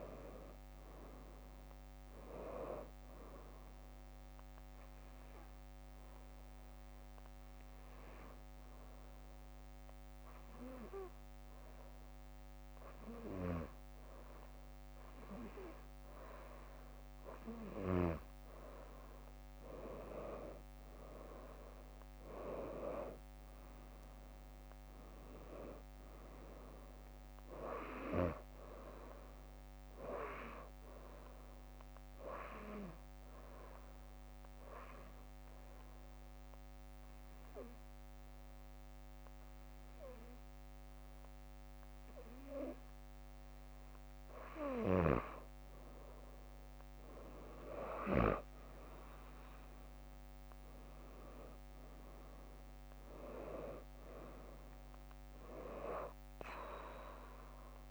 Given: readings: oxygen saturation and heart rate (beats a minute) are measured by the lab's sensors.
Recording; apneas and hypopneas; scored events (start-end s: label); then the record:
breathing in sleep by a microphone on the trachea; 2
4.00-17.00 s: hypopnea (oxygen 94% before, 91% lowest, heart rate 67 before, 61 extreme, up 0 after)
20.50-24.00 s: arousal
34.00-45.00 s: obstructive apnea (oxygen 93% before, 91% lowest, heart rate 66 before, 59 extreme, up 8 after)
46.50-51.00 s: arousal
From the record:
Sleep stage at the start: N2 (light sleep); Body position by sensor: on the back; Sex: female